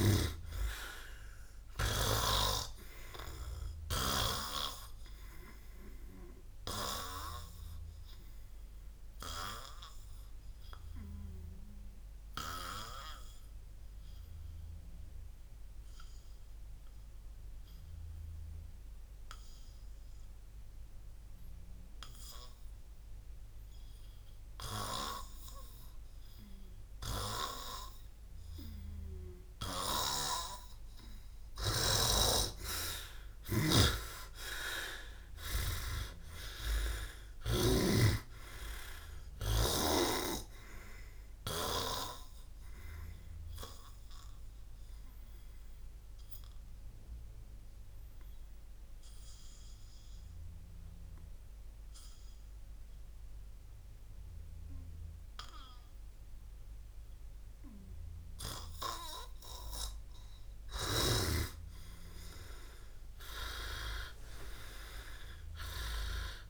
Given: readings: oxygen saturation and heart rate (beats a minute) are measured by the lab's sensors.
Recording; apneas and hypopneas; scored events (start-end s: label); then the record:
breathing in sleep by a room microphone; 2
0.00-4.50 s: snoring (device-marked)
4.50-32.00 s: obstructive apnea (oxygen 97% before, 87% lowest)
22.50-30.50 s: oxygen desaturation (device-marked, oxygen 94% before, 90% lowest)
31.50-36.00 s: snoring (device-marked)
32.50-40.50 s: oxygen desaturation (device-marked, oxygen 98% before, 92% lowest)
34.00-37.00 s: arousal
38.00-42.00 s: snoring (device-marked)
42.00-60.50 s: obstructive apnea (oxygen 98% before, 87% lowest)
45.50-63.50 s: oxygen desaturation (device-marked, oxygen 94% before, 87% lowest, heart rate 71 before, 28 extreme)
64.50-66.50 s: arousal
From the record:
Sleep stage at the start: N2 (light sleep); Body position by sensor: on the back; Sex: male